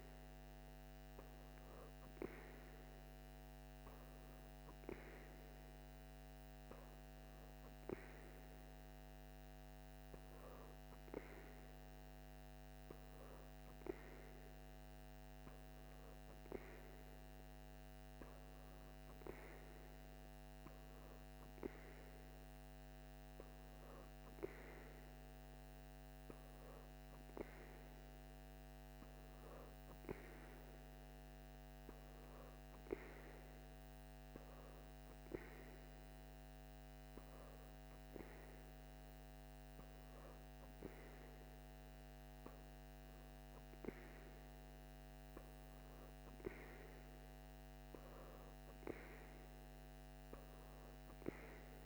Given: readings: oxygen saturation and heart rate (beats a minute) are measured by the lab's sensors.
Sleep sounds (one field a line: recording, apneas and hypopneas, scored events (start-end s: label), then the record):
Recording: breathing in sleep by a microphone on the trachea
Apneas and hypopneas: none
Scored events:
none scored
From the record:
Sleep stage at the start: N3 (deep sleep)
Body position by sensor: on the back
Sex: female